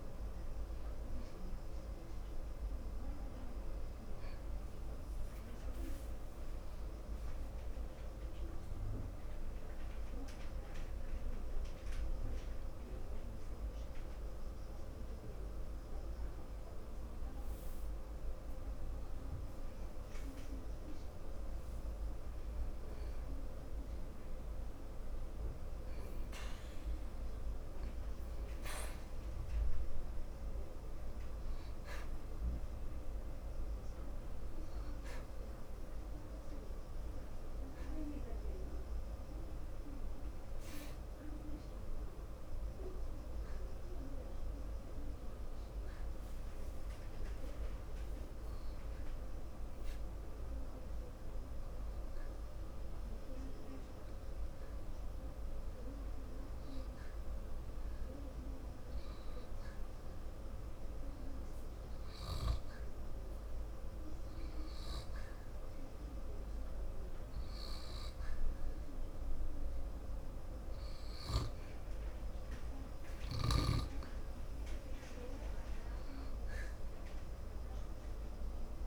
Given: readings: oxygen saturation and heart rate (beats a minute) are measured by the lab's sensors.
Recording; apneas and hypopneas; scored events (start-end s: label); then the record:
breathing in sleep, hard to hear, by a room microphone; 2
0.00-8.00 s: oxygen desaturation (device-marked, oxygen 91% lowest, heart rate 55 extreme)
12.00-22.50 s: hypopnea (oxygen 95% before, 91% lowest, heart rate 84 before, 55 extreme, up 23 after)
24.50-27.50 s: arousal
32.00-49.00 s: oxygen desaturation (device-marked, oxygen 96% before, 92% lowest, heart rate 69 before, 87 extreme)
38.50-70.50 s: hypopnea (oxygen 96% before, 90% lowest, heart rate 79 before, 56 extreme, up 22 after)
75.00-78.50 s: arousal
From the record:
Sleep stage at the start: N2 (light sleep); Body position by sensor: on the back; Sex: male